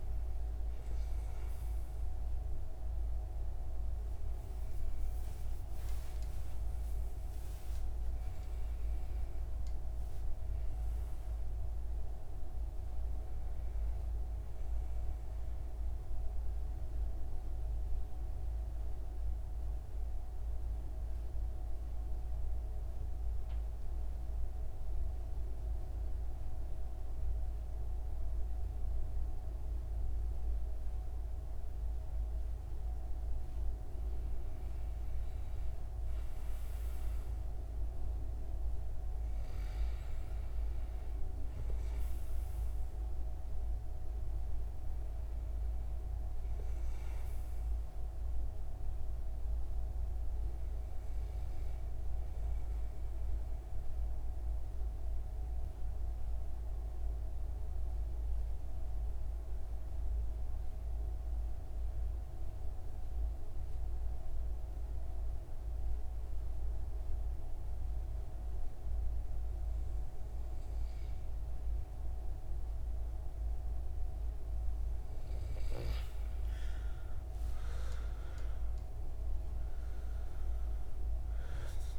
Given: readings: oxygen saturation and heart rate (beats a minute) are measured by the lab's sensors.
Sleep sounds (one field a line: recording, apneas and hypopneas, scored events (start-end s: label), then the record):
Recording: breathing in sleep, hard to hear, by a room microphone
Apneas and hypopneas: 2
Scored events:
8.00-11.50 s: arousal
15.50-32.50 s: central apnea (oxygen 96% before, 91% lowest)
35.00-39.00 s: arousal
40.00-56.00 s: oxygen desaturation (device-marked, oxygen 97% before, 92% lowest)
52.50-73.50 s: central apnea (oxygen 97% before, 91% lowest)
77.00-81.50 s: arousal
79.00-81.99 s: oxygen desaturation (device-marked, oxygen 96% before, 91% lowest)
From the record:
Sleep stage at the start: N2 (light sleep)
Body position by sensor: on the right side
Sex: male